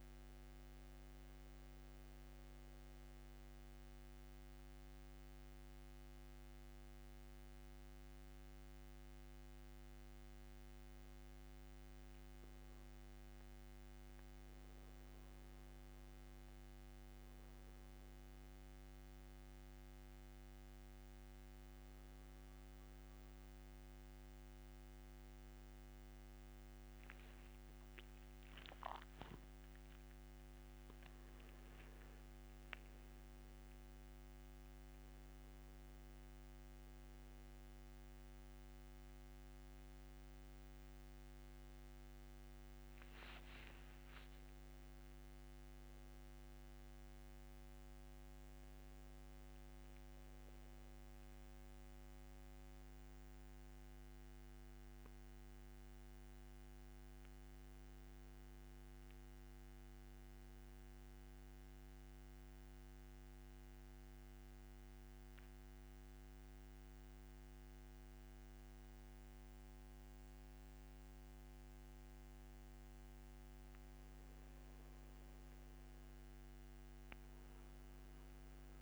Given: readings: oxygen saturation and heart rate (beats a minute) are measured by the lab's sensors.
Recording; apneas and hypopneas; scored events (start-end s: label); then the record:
a person awake in a sleep study, hard to hear, by a microphone on the trachea; none
50.50-78.82 s: new sleep stage, N1 (lightest sleep)
From the record:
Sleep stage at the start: awake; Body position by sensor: on the back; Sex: male